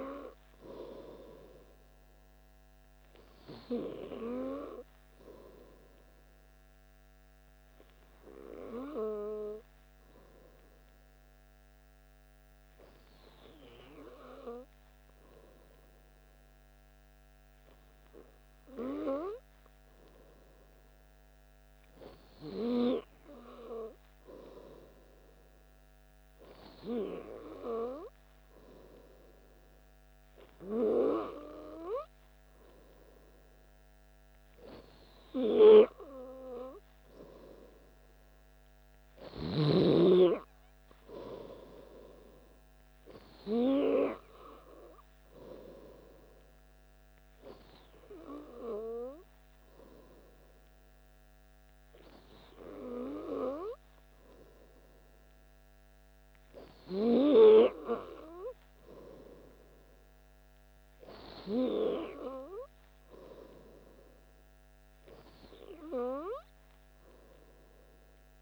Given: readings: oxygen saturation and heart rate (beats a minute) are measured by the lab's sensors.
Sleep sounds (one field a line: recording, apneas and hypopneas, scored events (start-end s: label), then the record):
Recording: breathing in sleep by a microphone on the trachea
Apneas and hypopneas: 1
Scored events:
7.50-22.50 s: hypopnea (oxygen 97% before, 94% lowest, heart rate 59 before, 59 extreme, up 2 after)
24.50-28.00 s: arousal
From the record:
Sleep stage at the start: N2 (light sleep)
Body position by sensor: on the back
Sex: male